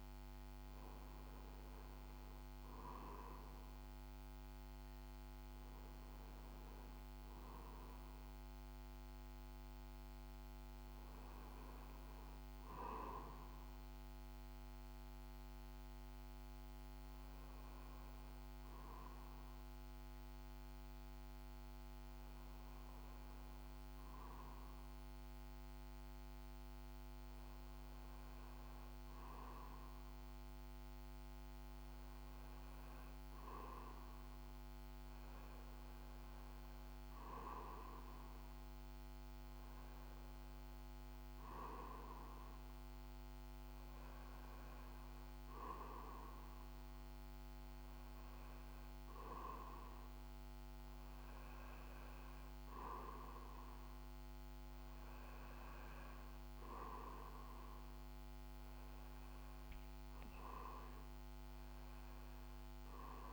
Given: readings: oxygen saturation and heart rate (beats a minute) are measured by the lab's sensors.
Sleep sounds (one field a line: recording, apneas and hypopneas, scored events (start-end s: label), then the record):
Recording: breathing in sleep by a microphone on the trachea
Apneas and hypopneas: none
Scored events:
0.00-5.00 s: oxygen desaturation (device-marked, oxygen 94% lowest, heart rate 59 extreme)
From the record:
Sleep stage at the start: REM sleep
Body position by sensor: on the back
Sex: male